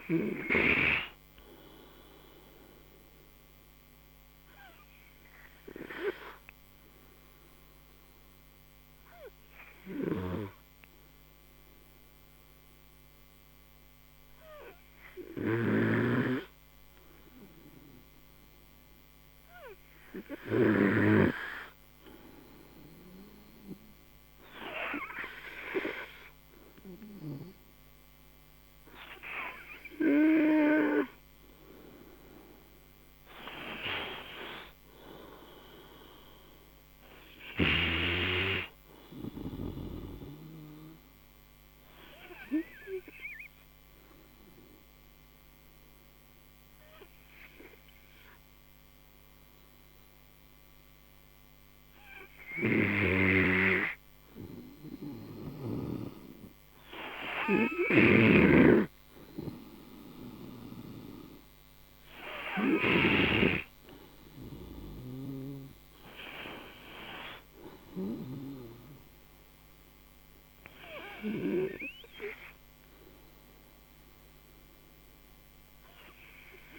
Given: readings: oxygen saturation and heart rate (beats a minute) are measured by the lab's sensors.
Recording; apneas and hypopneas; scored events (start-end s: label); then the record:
breathing in sleep by a microphone on the trachea; 2
0.00-7.50 s: oxygen desaturation (device-marked, oxygen 92% lowest, heart rate 55 extreme)
4.50-30.00 s: obstructive apnea (oxygen 96% before, 92% lowest, heart rate 67 before, 55 extreme, up 23 after)
27.50-37.50 s: oxygen desaturation (device-marked, oxygen 99% before, 93% lowest, heart rate 59 before, 56 extreme)
31.00-33.00 s: arousal
42.00-54.50 s: obstructive apnea (oxygen 99% before, 92% lowest, heart rate 71 before, 54 extreme, up 5 after)
55.50-58.50 s: arousal
63.50-70.50 s: oxygen desaturation (device-marked, oxygen 98% before, 92% lowest, heart rate 60 before, 54 extreme)
From the record:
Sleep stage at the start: N2 (light sleep); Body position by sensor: on the right side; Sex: male